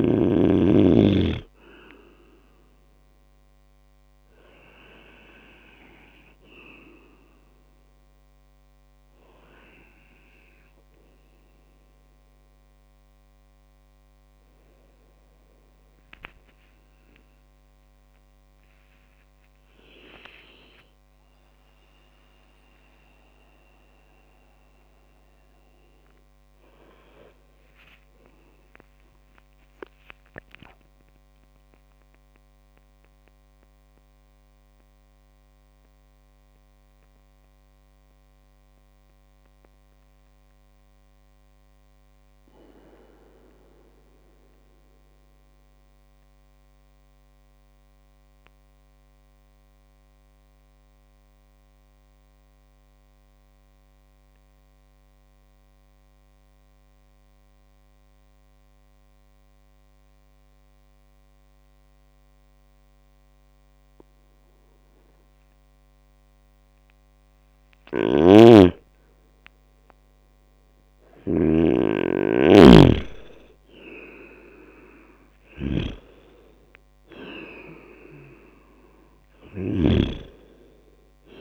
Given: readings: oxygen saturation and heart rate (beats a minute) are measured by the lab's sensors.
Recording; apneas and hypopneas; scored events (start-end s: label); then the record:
breathing in sleep by a microphone on the trachea; 1
18.00-22.50 s: arousal
31.50-65.50 s: mixed apnea (oxygen 100% before, 98% lowest, heart rate 66 before, 58 extreme, up 10 after)
67.50-81.41 s: snoring (device-marked)
69.00-74.50 s: arousal
From the record:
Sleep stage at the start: N2 (light sleep); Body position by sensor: on the right side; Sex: male